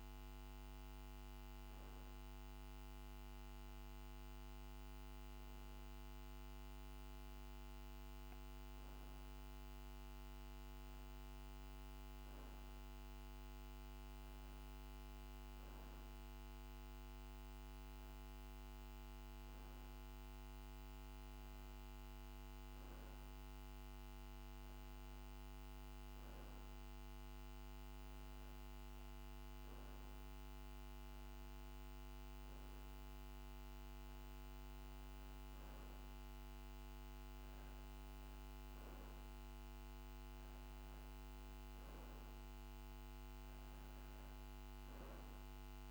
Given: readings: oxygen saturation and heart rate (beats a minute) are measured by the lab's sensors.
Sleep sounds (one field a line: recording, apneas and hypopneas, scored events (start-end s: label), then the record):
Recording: breathing in sleep, hard to hear, by a microphone on the trachea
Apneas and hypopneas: none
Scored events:
none scored
From the record:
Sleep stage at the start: REM sleep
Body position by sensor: on the back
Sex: male